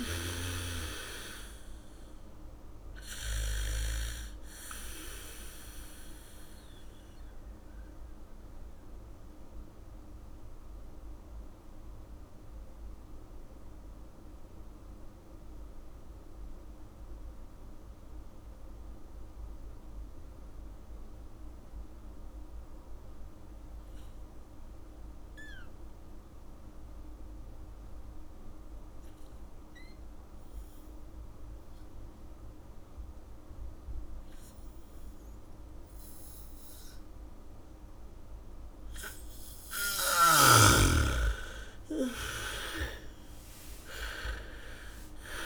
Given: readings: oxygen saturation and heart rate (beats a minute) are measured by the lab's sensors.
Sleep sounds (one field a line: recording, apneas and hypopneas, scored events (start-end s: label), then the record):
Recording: breathing in sleep by a room microphone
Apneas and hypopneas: 1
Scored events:
0.00-1.00 s: snoring (device-marked)
0.00-19.50 s: oxygen desaturation (device-marked, oxygen 76% lowest, heart rate 46 extreme)
8.50-39.00 s: mixed apnea (oxygen 95% before, 75% lowest, heart rate 61 before, 46 extreme, up 0 after)
32.50-45.46 s: bradycardia (device-marked, heart rate 70 before, 46 extreme)
32.50-45.46 s: oxygen desaturation (device-marked, oxygen 100% before, 75% lowest, heart rate 73 before, 46 extreme)
41.50-45.46 s: arousal
From the record:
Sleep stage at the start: N2 (light sleep)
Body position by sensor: on the back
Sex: female